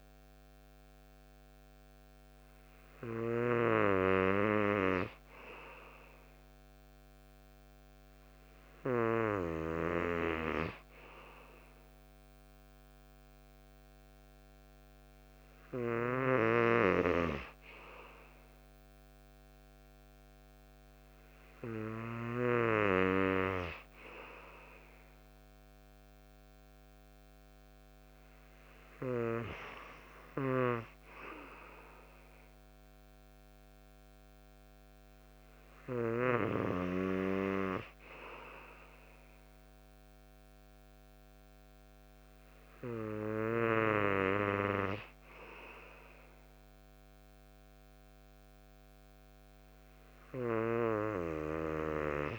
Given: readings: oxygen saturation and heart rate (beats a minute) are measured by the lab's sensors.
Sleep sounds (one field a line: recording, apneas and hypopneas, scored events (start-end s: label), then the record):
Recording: breathing in sleep by a microphone on the trachea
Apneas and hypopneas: none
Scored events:
none scored
From the record:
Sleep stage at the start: N3 (deep sleep)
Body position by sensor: on the right side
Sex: male